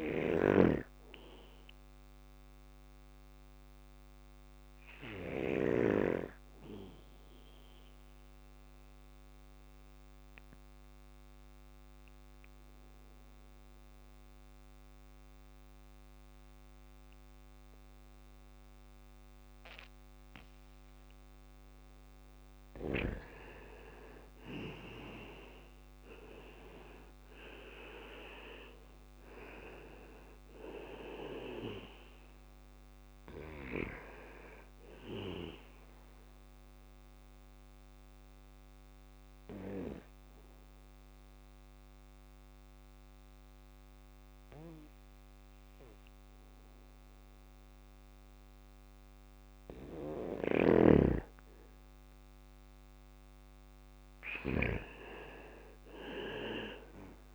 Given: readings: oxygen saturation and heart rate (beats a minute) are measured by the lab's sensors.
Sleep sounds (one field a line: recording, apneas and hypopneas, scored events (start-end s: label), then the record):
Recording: breathing in sleep by a microphone on the trachea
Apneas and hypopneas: 2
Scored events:
0.00-1.50 s: bradycardia (device-marked, heart rate 60 extreme)
0.00-5.00 s: snoring (device-marked)
0.00-11.50 s: oxygen desaturation (device-marked, oxygen 93% lowest, heart rate 59 extreme)
6.00-21.50 s: obstructive apnea (oxygen 98% before, 93% lowest, heart rate 61 before, 58 extreme, up 5 after)
23.50-27.00 s: arousal
23.50-35.50 s: drop in pulse transit time (device-marked, heart rate 60 before, 60 extreme)
27.50-46.50 s: oxygen desaturation (device-marked, oxygen 98% before, 93% lowest, heart rate 61 before, 57 extreme)
32.50-40.50 s: bradycardia (device-marked, heart rate 60 before, 58 extreme)
34.50-48.50 s: obstructive apnea (oxygen 99% before, 93% lowest, heart rate 62 before, 57 extreme, up 4 after)
49.50-57.35 s: snoring (device-marked)
52.00-55.50 s: arousal
From the record:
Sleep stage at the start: N2 (light sleep)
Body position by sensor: on the back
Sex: male